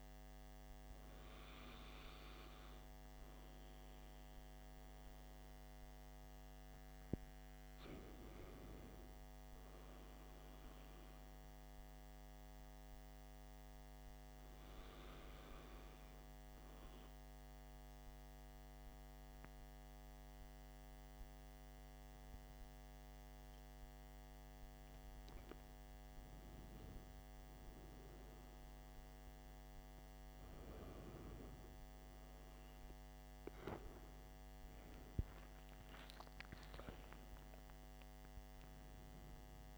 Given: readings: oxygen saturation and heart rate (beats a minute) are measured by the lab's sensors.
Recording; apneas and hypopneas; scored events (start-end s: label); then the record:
breathing in sleep, hard to hear, by a microphone on the trachea; 1
12.00-25.50 s: hypopnea (oxygen 95% before, 93% lowest, heart rate 57 before, 54 extreme, up 14 after)
27.00-31.00 s: arousal
From the record:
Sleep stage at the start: N2 (light sleep); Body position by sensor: on the back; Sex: male